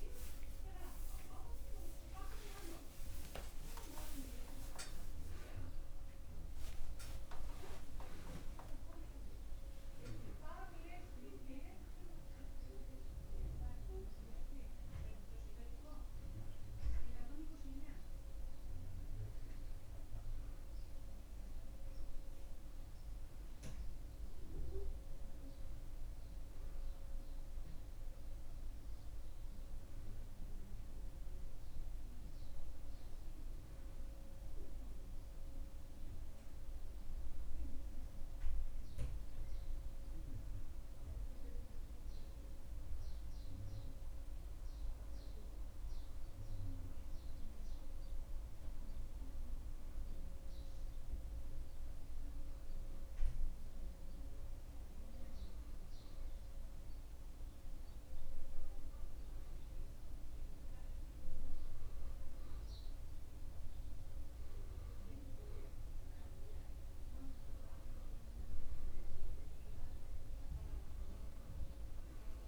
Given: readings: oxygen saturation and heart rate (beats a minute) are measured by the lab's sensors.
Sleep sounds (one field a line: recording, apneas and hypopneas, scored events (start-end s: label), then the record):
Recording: a person partly awake in a sleep study, by a room microphone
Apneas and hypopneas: none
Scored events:
3.50-33.50 s: new sleep stage, N1 (lightest sleep)
33.50-72.48 s: new sleep stage, N2 (light sleep)
66.00-70.00 s: arousal
From the record:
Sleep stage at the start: awake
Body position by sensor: on the back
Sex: male